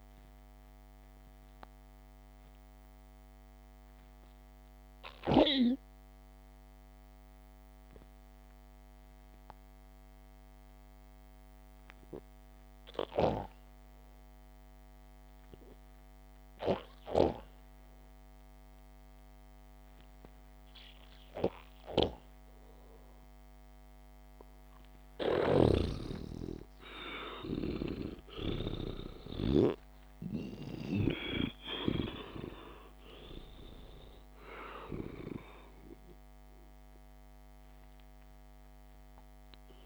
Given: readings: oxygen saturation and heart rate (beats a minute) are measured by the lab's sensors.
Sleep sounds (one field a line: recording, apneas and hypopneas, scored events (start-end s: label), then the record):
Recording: breathing in sleep by a microphone on the trachea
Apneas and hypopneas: 1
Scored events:
2.00-23.50 s: obstructive apnea (oxygen 98% before, 90% lowest, heart rate 58 before, 51 extreme, up 1 after)
11.50-19.50 s: oxygen desaturation (device-marked, oxygen 94% before, 91% lowest, heart rate 60 before, 51 extreme)
26.00-30.00 s: snoring (device-marked)
26.50-30.50 s: arousal
30.50-39.86 s: oxygen desaturation (device-marked, oxygen 97% before, 92% lowest, heart rate 62 before, 54 extreme)
From the record:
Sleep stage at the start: N2 (light sleep)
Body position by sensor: on the back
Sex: male